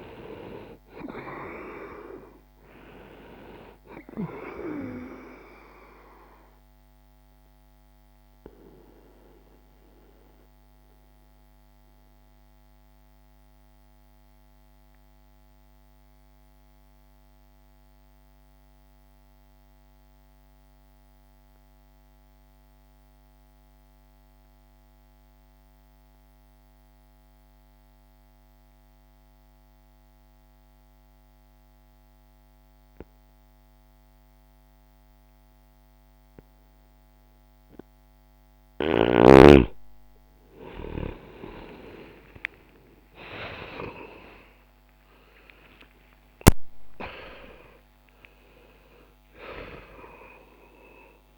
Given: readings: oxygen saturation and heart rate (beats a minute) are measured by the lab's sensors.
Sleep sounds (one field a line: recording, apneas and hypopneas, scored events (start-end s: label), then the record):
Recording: breathing in sleep by a microphone on the trachea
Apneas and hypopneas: 1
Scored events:
0.00-1.00 s: arousal
0.00-11.50 s: oxygen desaturation (device-marked, oxygen 92% lowest, heart rate 60 extreme)
5.00-38.50 s: obstructive apnea (oxygen 99% before, 85% lowest, heart rate 61 before, 60 extreme, up 25 after)
16.50-35.50 s: oxygen desaturation (device-marked, oxygen 93% before, 85% lowest, heart rate 61 before, 60 extreme)
43.50-51.38 s: oxygen desaturation (device-marked, oxygen 98% before, 92% lowest, heart rate 63 before, 71 extreme)
49.50-51.38 s: new sleep stage, awake
From the record:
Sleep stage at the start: N2 (light sleep)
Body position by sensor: on the back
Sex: male